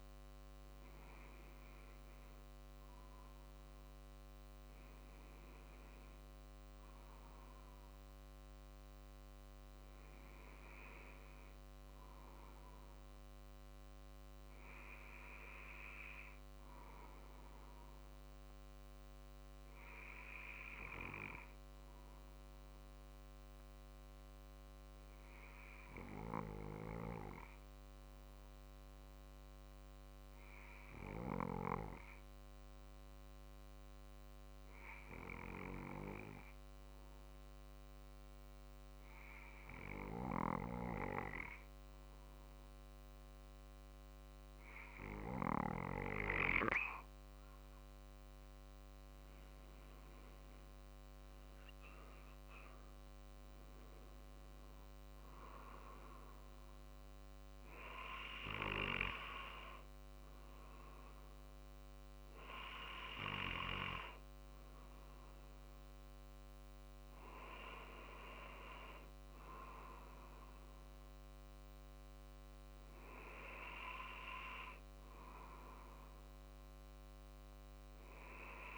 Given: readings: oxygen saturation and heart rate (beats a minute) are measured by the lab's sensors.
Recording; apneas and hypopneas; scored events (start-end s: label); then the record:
breathing in sleep by a microphone on the trachea; 1
19.50-44.50 s: obstructive apnea (oxygen 97% before, 92% lowest, heart rate 48 before, 46 extreme, up 4 after)
47.50-52.00 s: arousal
From the record:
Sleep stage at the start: N2 (light sleep); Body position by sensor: on the back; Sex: male